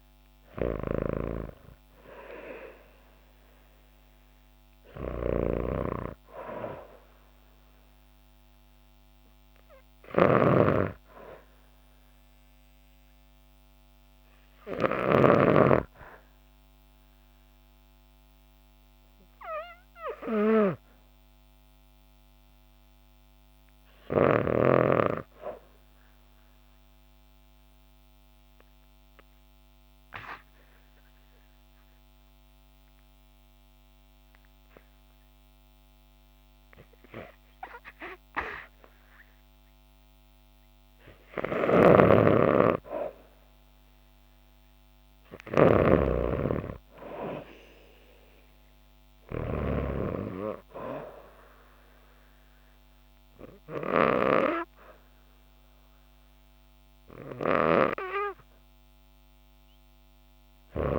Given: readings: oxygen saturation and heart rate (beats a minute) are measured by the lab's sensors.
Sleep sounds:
breathing in sleep by a microphone on the trachea; 1
0.00-15.50 s: snoring (device-marked)
1.50-18.50 s: oxygen desaturation (device-marked, oxygen 97% before, 89% lowest, heart rate 60 before, 54 extreme)
21.50-25.00 s: arousal
27.00-42.00 s: obstructive apnea (oxygen 97% before, 88% lowest, heart rate 57 before, 55 extreme, up 9 after)
41.50-50.00 s: snoring (device-marked)
43.00-47.50 s: arousal
44.50-60.99 s: oxygen desaturation (device-marked, oxygen 96% before, 88% lowest, heart rate 58 before, 56 extreme)
From the record:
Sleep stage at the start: REM sleep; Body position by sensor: on the back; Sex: female

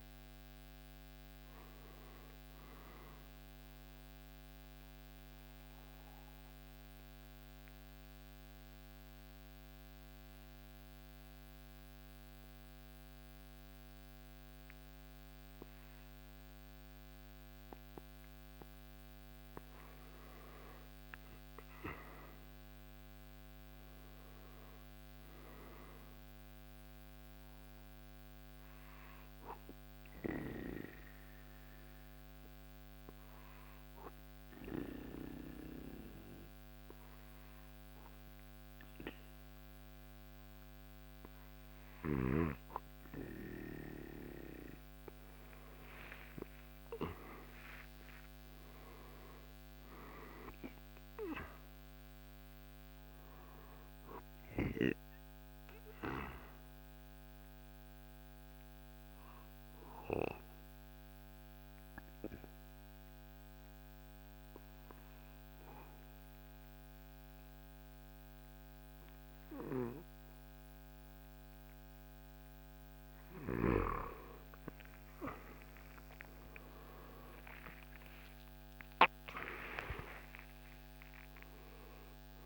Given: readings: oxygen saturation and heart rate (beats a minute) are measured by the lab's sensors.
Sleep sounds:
breathing in sleep by a microphone on the trachea; 3
0.00-11.50 s: drop in pulse transit time (device-marked, heart rate 67 extreme)
3.50-19.50 s: central apnea (oxygen 97% before, 90% lowest, heart rate 74 before, 64 extreme, up 1 after)
4.50-21.50 s: oxygen desaturation (device-marked, oxygen 97% before, 90% lowest, heart rate 75 before, 64 extreme)
21.50-24.00 s: arousal
27.00-43.00 s: central apnea (oxygen 98% before, 88% lowest, heart rate 68 before, 64 extreme, up 7 after)
30.50-45.50 s: oxygen desaturation (device-marked, oxygen 98% before, 90% lowest, heart rate 67 before, 65 extreme)
45.50-50.00 s: arousal
53.50-71.50 s: oxygen desaturation (device-marked, oxygen 96% before, 91% lowest, heart rate 69 before, 66 extreme)
60.50-73.50 s: central apnea (oxygen 96% before, 88% lowest, heart rate 71 before, 66 extreme, up 11 after)
75.50-80.50 s: arousal
78.50-82.46 s: drop in pulse transit time (device-marked, heart rate 68 before, 71 extreme)
79.50-82.46 s: oxygen desaturation (device-marked, oxygen 97% before, 88% lowest, heart rate 68 before, 64 extreme)
From the record:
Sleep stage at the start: N2 (light sleep); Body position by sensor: on the back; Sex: male

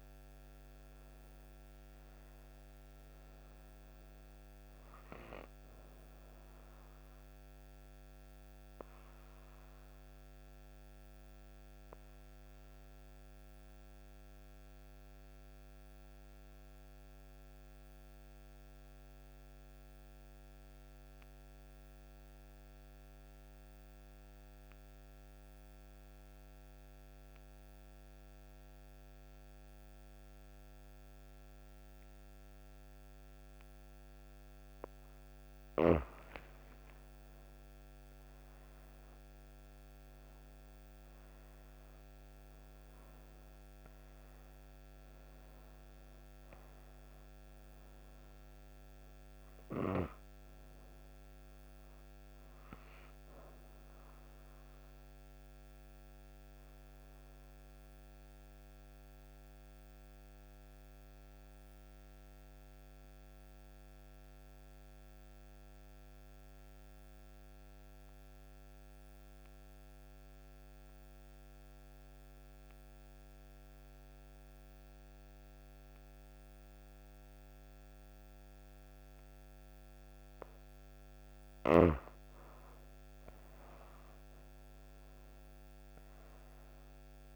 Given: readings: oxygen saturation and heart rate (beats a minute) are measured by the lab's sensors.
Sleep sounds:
breathing in sleep, hard to hear, by a microphone on the trachea; 2
0.00-17.50 s: oxygen desaturation (device-marked, oxygen 86% lowest, heart rate 56 extreme)
6.50-34.00 s: obstructive apnea (oxygen 99% before, 85% lowest, heart rate 75 before, 56 extreme, up 16 after)
35.50-40.50 s: arousal
35.50-64.50 s: oxygen desaturation (device-marked, oxygen 98% before, 85% lowest, heart rate 62 before, 37 extreme)
54.00-80.50 s: obstructive apnea (oxygen 98% before, 85% lowest, heart rate 69 before, 27 extreme, up 14 after)
80.50-87.36 s: oxygen desaturation (device-marked, oxygen 98% before, 85% lowest, heart rate 65 before, 27 extreme)
82.00-86.00 s: arousal
From the record:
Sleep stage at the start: N2 (light sleep); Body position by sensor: on the right side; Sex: female

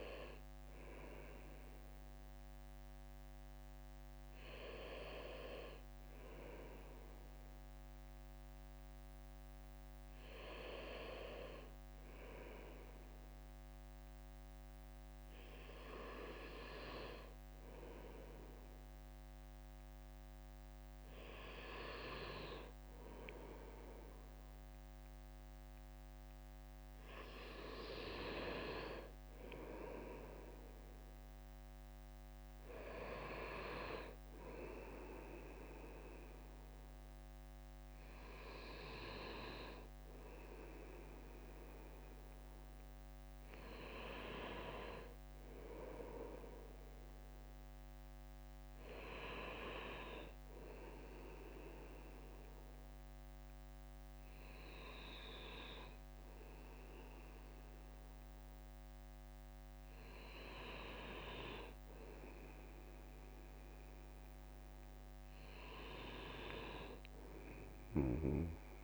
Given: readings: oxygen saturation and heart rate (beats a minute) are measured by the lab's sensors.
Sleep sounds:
breathing in sleep by a microphone on the trachea; none
15.00-68.84 s: new sleep stage, N2 (light sleep)
45.00-49.50 s: leg movement (device-marked)
52.00-59.00 s: bradycardia (device-marked, heart rate 64 before, 58 extreme)
From the record:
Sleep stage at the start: N1 (lightest sleep); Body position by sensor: on the right side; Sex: male

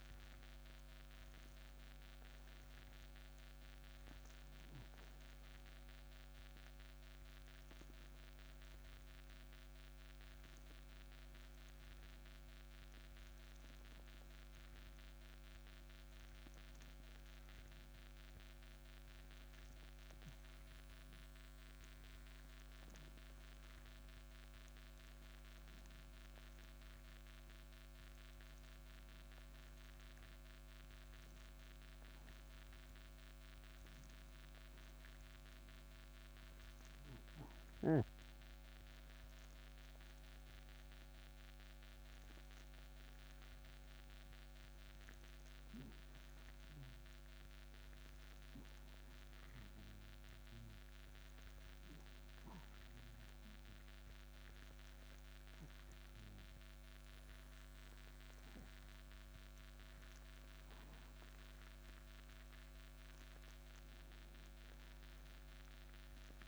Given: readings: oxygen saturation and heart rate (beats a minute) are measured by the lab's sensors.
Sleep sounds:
breathing in sleep, hard to hear, by a microphone on the trachea; 2
0.50-4.50 s: arousal
12.50-34.50 s: oxygen desaturation (device-marked, oxygen 95% before, 91% lowest, heart rate 66 before, 63 extreme)
16.00-27.00 s: hypopnea (oxygen 95% before, 91% lowest, heart rate 66 before, 64 extreme, up 3 after)
30.00-34.50 s: arousal
50.50-61.00 s: hypopnea (oxygen 96% before, 90% lowest, heart rate 66 before, 64 extreme, up 4 after)
64.50-66.48 s: arousal
From the record:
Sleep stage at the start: N2 (light sleep); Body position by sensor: on the back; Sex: male

